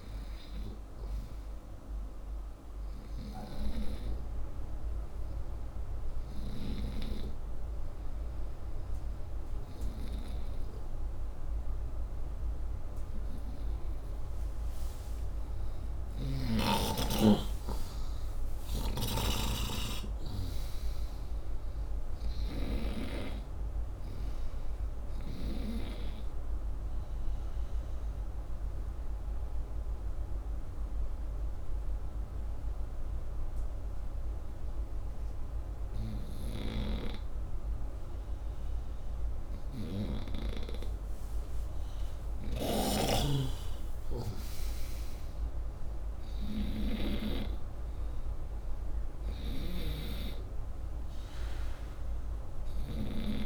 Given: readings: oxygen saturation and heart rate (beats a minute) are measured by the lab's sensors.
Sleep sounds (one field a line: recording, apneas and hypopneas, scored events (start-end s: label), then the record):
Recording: breathing in sleep by a room microphone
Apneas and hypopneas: 2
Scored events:
3.00-14.00 s: hypopnea (oxygen 98% before, 91% lowest, heart rate 71 before, 63 extreme, up 9 after)
10.00-29.00 s: oxygen desaturation (device-marked, oxygen 98% before, 93% lowest, heart rate 69 before, 63 extreme)
16.00-20.50 s: arousal
26.00-39.00 s: obstructive apnea (oxygen 98% before, 89% lowest, heart rate 68 before, 63 extreme, up 8 after)
42.00-46.00 s: arousal
46.00-53.46 s: oxygen desaturation (device-marked, oxygen 96% before, 91% lowest, heart rate 66 before, 63 extreme)
From the record:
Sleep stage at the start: N2 (light sleep)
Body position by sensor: upright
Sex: male